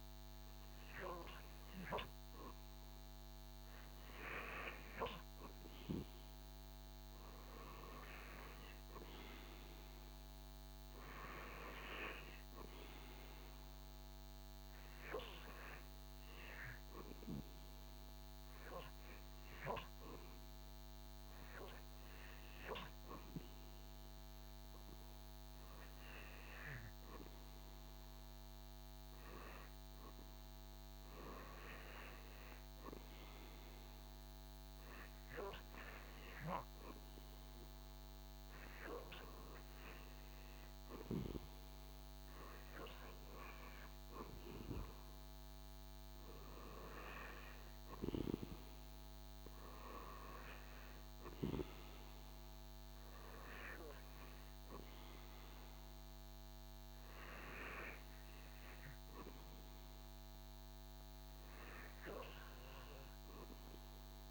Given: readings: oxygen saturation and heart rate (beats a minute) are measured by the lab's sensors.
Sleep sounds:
breathing in sleep by a microphone on the trachea; 1
15.50-29.50 s: hypopnea (oxygen 96% before, 93% lowest, heart rate 81 before, 74 extreme, up 8 after)
32.50-37.00 s: arousal
From the record:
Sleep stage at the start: REM sleep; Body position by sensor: on the back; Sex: male

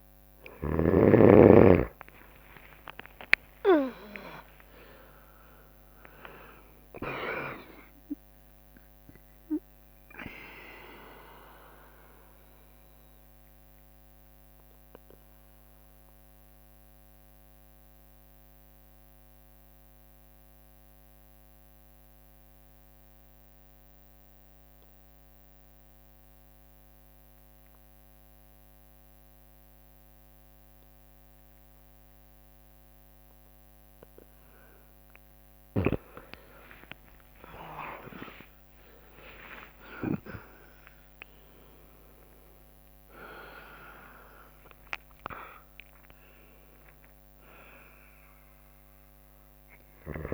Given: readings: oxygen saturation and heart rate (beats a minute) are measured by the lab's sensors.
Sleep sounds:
breathing in sleep by a microphone on the trachea; 1
0.00-6.50 s: tachycardia (device-marked, heart rate 150 extreme)
2.00-4.00 s: long interval between heartbeats (device-marked, heart rate 61 before, 80 extreme)
2.00-7.00 s: arousal
3.50-15.50 s: drop in pulse transit time (device-marked, heart rate 65 before, 77 extreme)
4.00-6.00 s: long interval between heartbeats (device-marked, heart rate 65 before, 143 extreme)
7.50-9.50 s: long interval between heartbeats (device-marked, heart rate 82 before, 119 extreme)
11.50-13.50 s: long interval between heartbeats (device-marked, heart rate 92 before, 88 extreme)
13.00-34.00 s: mixed apnea (oxygen 94% before, 92% lowest, heart rate 93 before, 55 extreme, up 37 after)
20.50-28.50 s: bradycardia (device-marked, heart rate 65 before, 59 extreme)
35.50-37.50 s: long interval between heartbeats (device-marked, heart rate 61 before, 70 extreme)
37.50-43.00 s: arousal
38.00-40.00 s: long interval between heartbeats (device-marked, heart rate 62 before, 86 extreme)
42.50-50.34 s: oxygen desaturation (device-marked, oxygen 99% before, 93% lowest, heart rate 69 before, 55 extreme)
From the record:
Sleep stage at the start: N2 (light sleep); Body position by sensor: on the right side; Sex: female

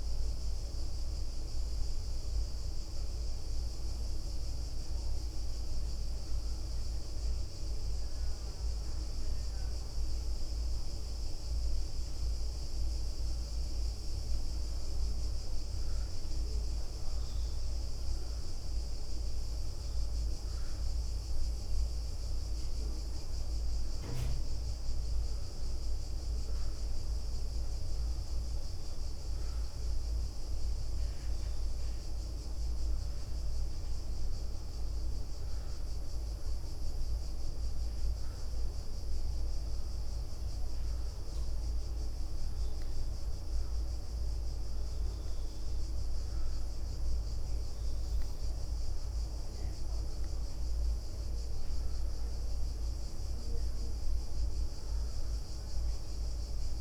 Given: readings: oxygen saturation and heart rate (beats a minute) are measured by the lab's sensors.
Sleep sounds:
breathing in sleep, hard to hear, by a room microphone; 2
0.00-10.50 s: oxygen desaturation (device-marked, oxygen 90% lowest, heart rate 70 extreme)
1.00-8.50 s: leg movement (device-marked)
1.50-14.00 s: obstructive apnea (oxygen 93% before, 90% lowest, heart rate 76 before, 70 extreme, up 4 after)
17.50-21.00 s: arousal
23.00-33.00 s: leg movement (device-marked)
34.50-49.00 s: obstructive apnea (oxygen 95% before, 90% lowest, heart rate 73 before, 71 extreme, up 4 after)
51.00-55.00 s: arousal
From the record:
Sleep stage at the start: N2 (light sleep); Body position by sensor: on the back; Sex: female

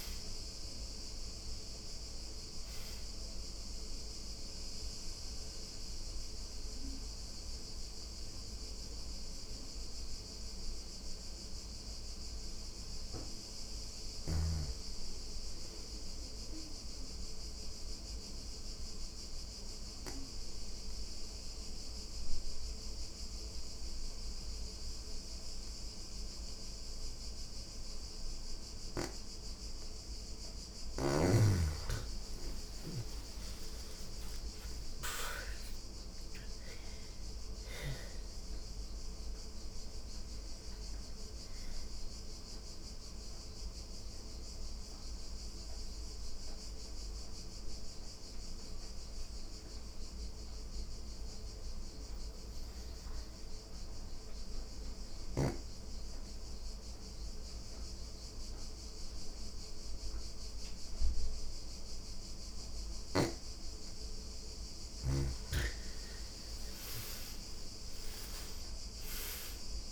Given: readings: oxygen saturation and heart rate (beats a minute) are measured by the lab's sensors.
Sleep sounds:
breathing in sleep by a room microphone; 3
0.00-11.50 s: oxygen desaturation (device-marked, oxygen 88% lowest, heart rate 85 extreme)
2.50-12.50 s: obstructive apnea (oxygen 99% before, 85% lowest, heart rate 130 before, 85 extreme, up 21 after)
13.50-15.50 s: arousal
17.00-29.00 s: obstructive apnea (oxygen 99% before, 84% lowest)
25.50-49.50 s: oxygen desaturation (device-marked, oxygen 98% before, 85% lowest)
31.00-35.00 s: arousal
38.00-63.00 s: mixed apnea (oxygen 99% before, 84% lowest)
63.50-69.91 s: oxygen desaturation (device-marked, oxygen 99% before, 84% lowest)
64.50-69.00 s: arousal
From the record:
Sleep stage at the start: N2 (light sleep); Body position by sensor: on the back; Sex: female

